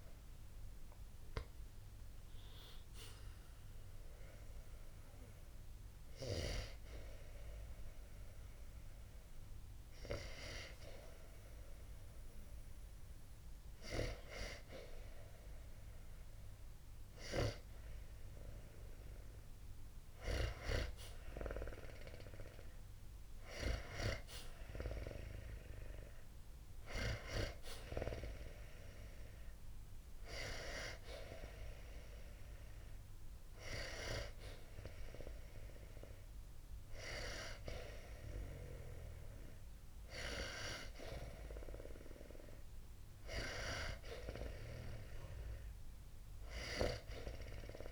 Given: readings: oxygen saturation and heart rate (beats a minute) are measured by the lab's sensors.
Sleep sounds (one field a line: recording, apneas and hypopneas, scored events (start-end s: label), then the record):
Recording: breathing in sleep by a room microphone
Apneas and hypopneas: 2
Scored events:
4.50-17.00 s: hypopnea (oxygen 93% before, 90% lowest, heart rate 73 before, 60 extreme, up 0 after)
20.50-25.00 s: arousal
32.50-43.00 s: hypopnea (oxygen 96% before, 90% lowest, heart rate 60 before, 60 extreme, up 0 after)
46.00-47.91 s: arousal
From the record:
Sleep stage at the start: N2 (light sleep)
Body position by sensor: on the back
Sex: male